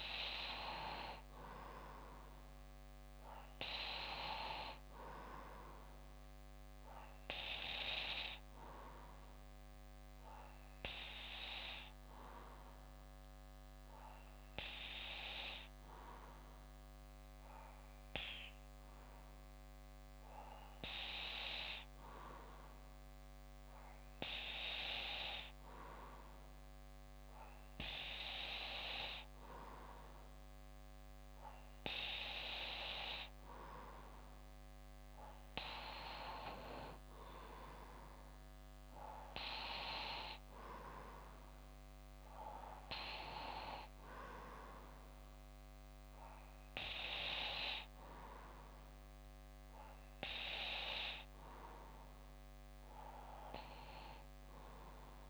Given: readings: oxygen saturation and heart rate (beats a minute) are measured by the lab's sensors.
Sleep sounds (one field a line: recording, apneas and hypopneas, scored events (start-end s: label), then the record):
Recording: breathing in sleep by a microphone on the trachea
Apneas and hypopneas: 1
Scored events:
3.50-19.50 s: bradycardia (device-marked, heart rate 60 before, 57 extreme)
6.00-30.50 s: obstructive apnea (oxygen 95% before, 91% lowest, heart rate 60 before, 57 extreme, up 0 after)
28.50-34.50 s: bradycardia (device-marked, heart rate 60 before, 59 extreme)
37.00-41.00 s: arousal
41.50-47.50 s: bradycardia (device-marked, heart rate 60 before, 58 extreme)
From the record:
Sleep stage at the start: N2 (light sleep)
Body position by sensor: on the back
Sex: male